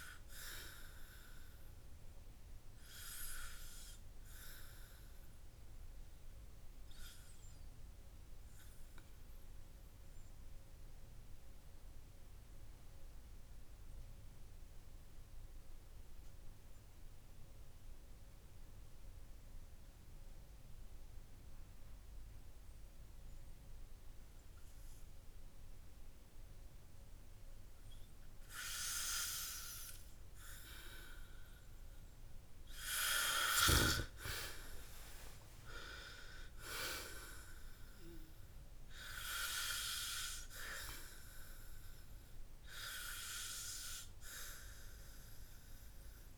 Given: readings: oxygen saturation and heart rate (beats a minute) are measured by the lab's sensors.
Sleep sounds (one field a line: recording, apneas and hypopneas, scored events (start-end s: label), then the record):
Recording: breathing in sleep by a room microphone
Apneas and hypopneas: 1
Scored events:
12.00-32.00 s: mixed apnea (oxygen 98% before, 93% lowest, heart rate 56 before, 48 extreme, up 20 after)
16.50-24.50 s: oxygen desaturation (device-marked, oxygen 97% before, 93% lowest, heart rate 51 before, 57 extreme)
35.00-38.50 s: arousal
From the record:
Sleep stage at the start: N2 (light sleep)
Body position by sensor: on the back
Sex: male